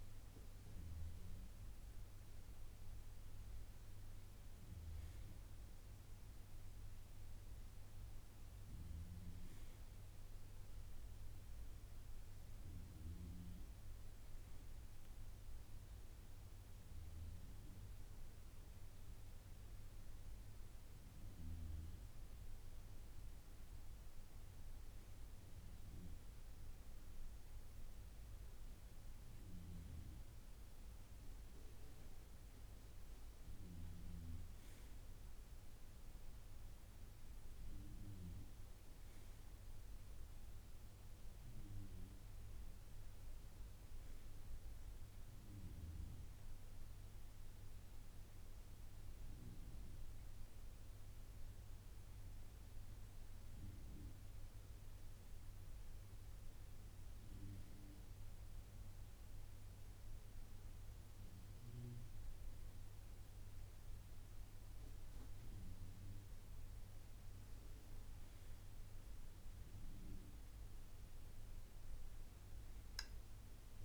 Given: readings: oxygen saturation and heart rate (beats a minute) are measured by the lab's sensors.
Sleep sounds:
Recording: breathing in sleep, hard to hear, by a room microphone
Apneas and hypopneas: none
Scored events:
none scored
From the record:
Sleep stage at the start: N2 (light sleep)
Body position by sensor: on the right side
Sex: male

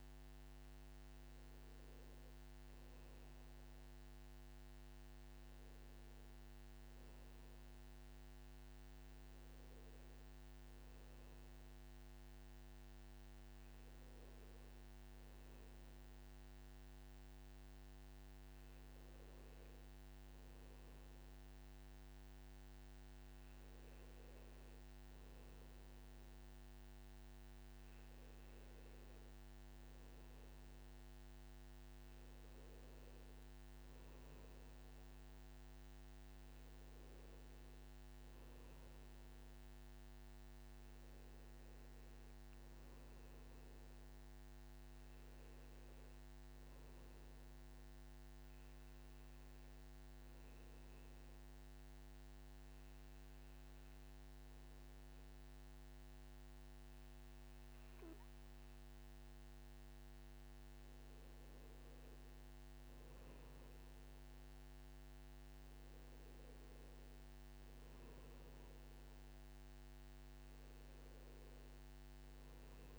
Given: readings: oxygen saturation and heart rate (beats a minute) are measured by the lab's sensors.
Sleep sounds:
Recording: breathing in sleep, hard to hear, by a microphone on the trachea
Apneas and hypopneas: 1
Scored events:
51.00-62.50 s: obstructive apnea (oxygen 97% before, 94% lowest, heart rate 59 before, 56 extreme, up 3 after)
64.50-68.00 s: arousal
68.00-72.99 s: oxygen desaturation (device-marked, oxygen 98% before, 94% lowest, heart rate 58 before, 57 extreme)
From the record:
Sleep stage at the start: N2 (light sleep)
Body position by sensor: on the back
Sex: male

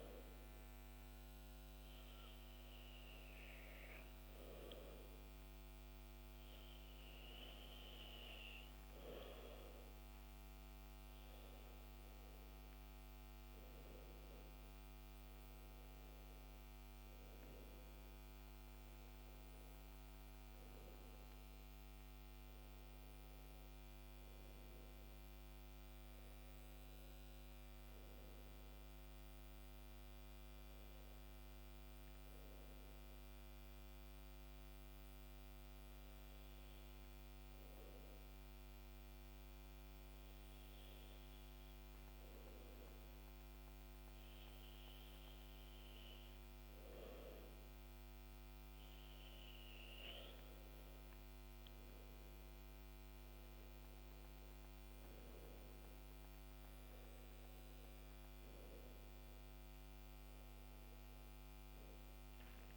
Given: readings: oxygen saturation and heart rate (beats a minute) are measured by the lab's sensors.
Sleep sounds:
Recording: breathing in sleep, hard to hear, by a microphone on the trachea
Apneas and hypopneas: none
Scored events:
none scored
From the record:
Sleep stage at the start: N2 (light sleep)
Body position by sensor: on the back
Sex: male

